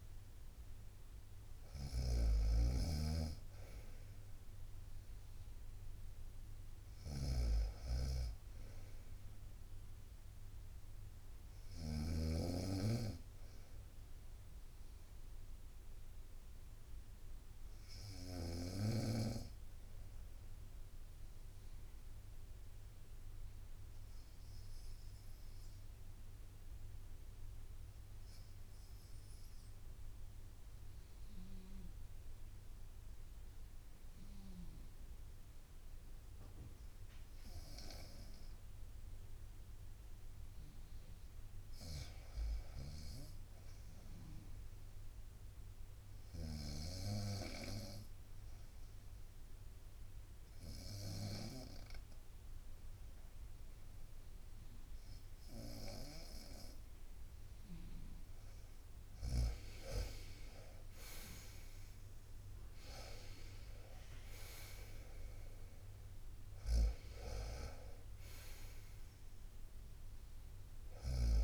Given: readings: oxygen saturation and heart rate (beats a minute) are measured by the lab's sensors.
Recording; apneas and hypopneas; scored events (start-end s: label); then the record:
breathing in sleep by a room microphone; 2
0.00-6.50 s: bradycardia (device-marked, heart rate 56 extreme)
0.00-12.00 s: snoring (device-marked)
0.00-18.50 s: oxygen desaturation (device-marked, oxygen 93% lowest, heart rate 56 extreme)
13.50-17.00 s: arousal
20.00-39.50 s: obstructive apnea (oxygen 96% before, 89% lowest, heart rate 60 before, 57 extreme, up 1 after)
26.50-37.50 s: drop in pulse transit time (device-marked, heart rate 61 before, 57 extreme)
27.50-47.50 s: bradycardia (device-marked, heart rate 63 before, 57 extreme)
41.50-45.00 s: arousal
48.50-59.50 s: obstructive apnea (oxygen 97% before, 89% lowest, heart rate 58 before, 58 extreme, up 11 after)
56.50-71.43 s: oxygen desaturation (device-marked, oxygen 95% before, 89% lowest, heart rate 59 before, 58 extreme)
61.50-65.50 s: arousal
From the record:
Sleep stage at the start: N2 (light sleep); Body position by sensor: on the right side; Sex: female